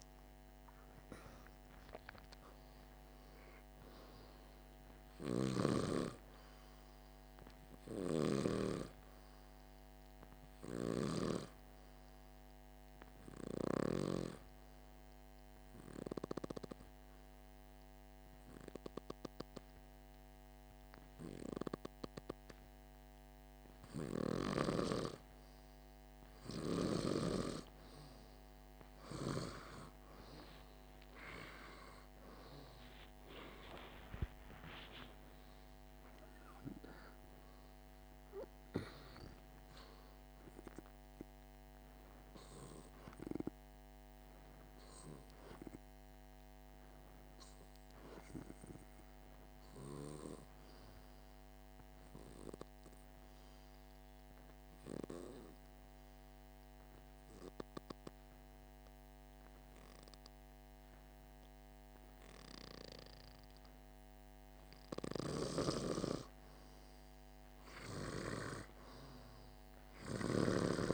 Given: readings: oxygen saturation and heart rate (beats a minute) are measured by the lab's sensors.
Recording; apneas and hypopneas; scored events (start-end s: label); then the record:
breathing in sleep by a microphone on the trachea; 2
0.00-1.50 s: arousal
13.00-24.50 s: hypopnea (oxygen 97% before, 95% lowest, heart rate 56 before, 48 extreme, up 2 after)
30.00-34.50 s: arousal
35.00-48.00 s: oxygen desaturation (device-marked, oxygen 99% before, 95% lowest, heart rate 49 before, 49 extreme)
55.50-65.50 s: obstructive apnea (oxygen 99% before, 95% lowest, heart rate 51 before, 49 extreme, up 14 after)
From the record:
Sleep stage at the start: N2 (light sleep); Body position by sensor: on the back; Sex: male